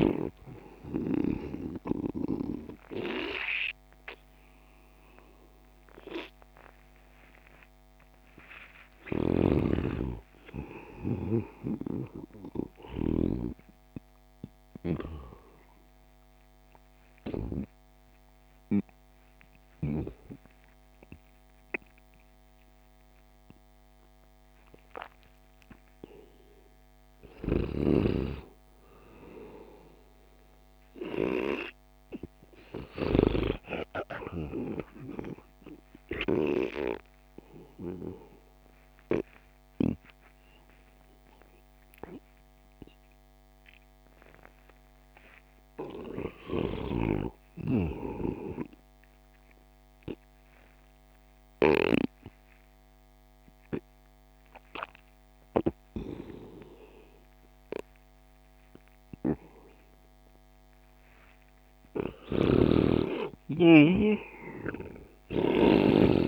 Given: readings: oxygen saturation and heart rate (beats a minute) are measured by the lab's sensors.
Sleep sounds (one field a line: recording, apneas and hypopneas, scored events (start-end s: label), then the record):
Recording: breathing in sleep by a microphone on the trachea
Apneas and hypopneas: 2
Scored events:
0.00-8.50 s: oxygen desaturation (device-marked, oxygen 93% lowest)
7.00-11.50 s: arousal
9.00-13.50 s: snoring (device-marked)
17.00-27.00 s: obstructive apnea (oxygen 99% before, 95% lowest)
27.50-33.50 s: snoring (device-marked)
28.50-31.50 s: arousal
49.50-60.00 s: obstructive apnea (oxygen 98% before, 92% lowest)
61.00-65.00 s: arousal
62.50-66.00 s: snoring (device-marked)
From the record:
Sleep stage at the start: N2 (light sleep)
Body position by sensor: on the right side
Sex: male